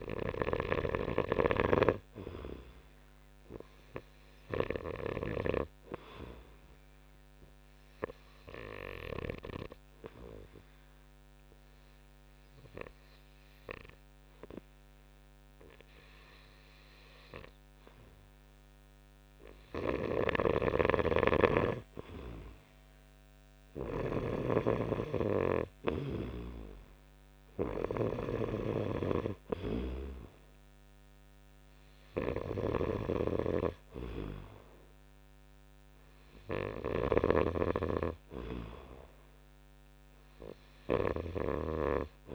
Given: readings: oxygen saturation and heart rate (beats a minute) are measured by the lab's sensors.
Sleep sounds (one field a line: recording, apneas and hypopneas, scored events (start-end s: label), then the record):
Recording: breathing in sleep by a microphone on the trachea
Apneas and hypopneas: 1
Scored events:
0.00-1.50 s: arousal
0.00-9.50 s: snoring (device-marked)
3.50-27.50 s: oxygen desaturation (device-marked, oxygen 96% before, 87% lowest)
7.00-20.50 s: obstructive apnea (oxygen 96% before, 87% lowest)
20.00-42.35 s: snoring (device-marked)
23.50-28.00 s: arousal
32.50-42.35 s: oxygen desaturation (device-marked, oxygen 91% before, 87% lowest)
From the record:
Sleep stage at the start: N2 (light sleep)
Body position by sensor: on the right side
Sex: male